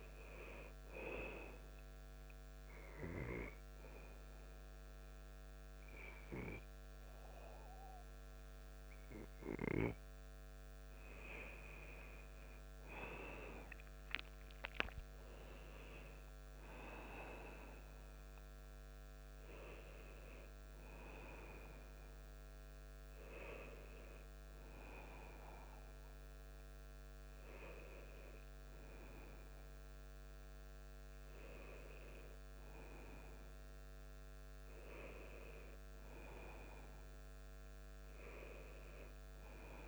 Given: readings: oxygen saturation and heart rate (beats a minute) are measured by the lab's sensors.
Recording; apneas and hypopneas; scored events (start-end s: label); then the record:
breathing in sleep by a microphone on the trachea; 1
1.50-11.50 s: obstructive apnea (oxygen 94% before, 92% lowest)
13.00-21.00 s: oxygen desaturation (device-marked, oxygen 95% before, 92% lowest)
26.50-33.00 s: arousal
33.00-39.88 s: oxygen desaturation (device-marked, oxygen 95% before, 92% lowest)
From the record:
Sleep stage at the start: N2 (light sleep); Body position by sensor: on the back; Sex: male